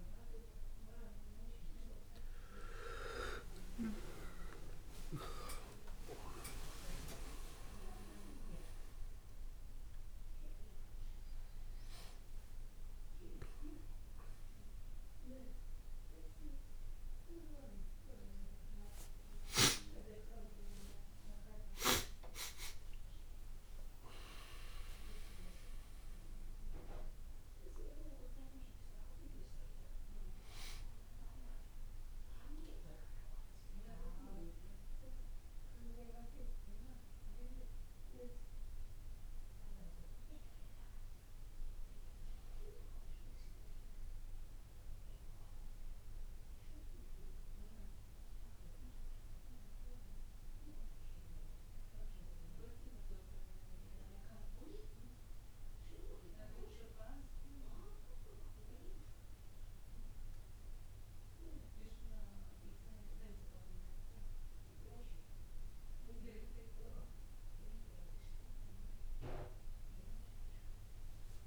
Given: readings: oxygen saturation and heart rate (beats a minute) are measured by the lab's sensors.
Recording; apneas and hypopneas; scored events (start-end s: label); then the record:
breathing in sleep by a room microphone; none
6.50-13.00 s: arousal
20.00-25.00 s: arousal
47.00-71.47 s: new sleep stage, N2 (light sleep)
From the record:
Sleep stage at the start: N1 (lightest sleep); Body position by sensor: on the back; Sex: male